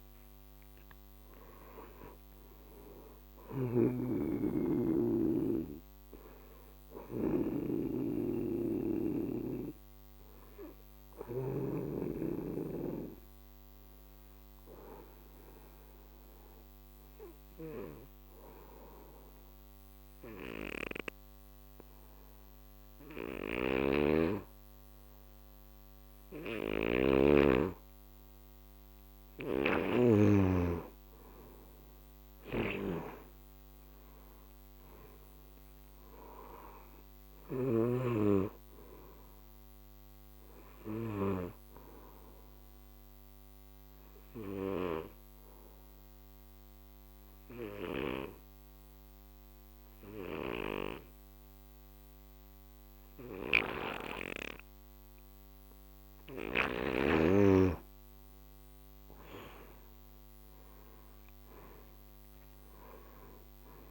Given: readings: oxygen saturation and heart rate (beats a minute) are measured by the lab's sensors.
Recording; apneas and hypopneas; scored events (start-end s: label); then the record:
breathing in sleep by a microphone on the trachea; 2
1.50-21.50 s: oxygen desaturation (device-marked, oxygen 97% before, 87% lowest, heart rate 59 before, 52 extreme)
3.50-11.50 s: snoring (device-marked)
6.50-27.50 s: obstructive apnea (oxygen 97% before, 87% lowest, heart rate 64 before, 50 extreme, up 20 after)
23.50-38.00 s: snoring (device-marked)
29.50-32.50 s: arousal
34.50-52.50 s: oxygen desaturation (device-marked, oxygen 98% before, 87% lowest, heart rate 57 before, 47 extreme)
41.50-56.50 s: obstructive apnea (oxygen 98% before, 87% lowest, heart rate 64 before, 47 extreme, up 22 after)
53.50-57.00 s: snoring (device-marked)
59.00-62.00 s: arousal
62.50-63.91 s: oxygen desaturation (device-marked, oxygen 97% before, 87% lowest, heart rate 57 before, 47 extreme)
From the record:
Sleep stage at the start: N2 (light sleep); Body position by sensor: on the back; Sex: male